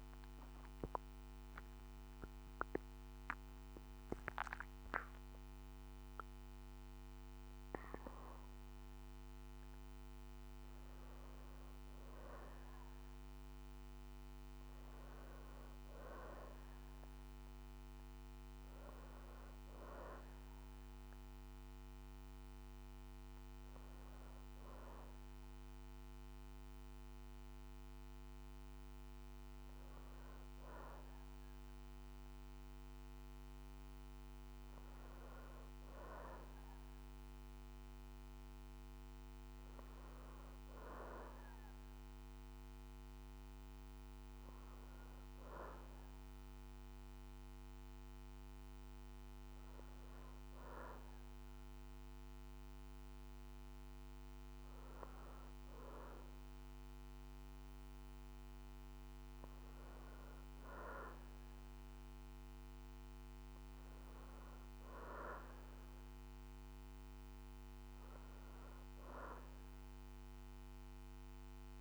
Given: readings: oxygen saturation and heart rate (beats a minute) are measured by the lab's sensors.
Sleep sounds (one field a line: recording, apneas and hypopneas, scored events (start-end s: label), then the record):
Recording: breathing in sleep by a microphone on the trachea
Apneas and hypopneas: 2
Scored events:
0.50-10.50 s: mixed apnea (oxygen 99% before, 91% lowest, heart rate 60 before, 59 extreme, up 0 after)
5.00-14.00 s: oxygen desaturation (device-marked, oxygen 97% before, 92% lowest, heart rate 61 before, 59 extreme)
13.00-17.50 s: arousal
19.00-30.00 s: oxygen desaturation (device-marked, oxygen 97% before, 92% lowest, heart rate 63 before, 59 extreme)
41.00-44.50 s: arousal
48.50-59.50 s: hypopnea (oxygen 96% before, 89% lowest, heart rate 60 before, 59 extreme, up 3 after)
60.00-71.81 s: oxygen desaturation (device-marked, oxygen 94% before, 91% lowest, heart rate 60 before, 61 extreme)
62.00-65.50 s: arousal
From the record:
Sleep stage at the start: N2 (light sleep)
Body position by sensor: on the back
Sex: female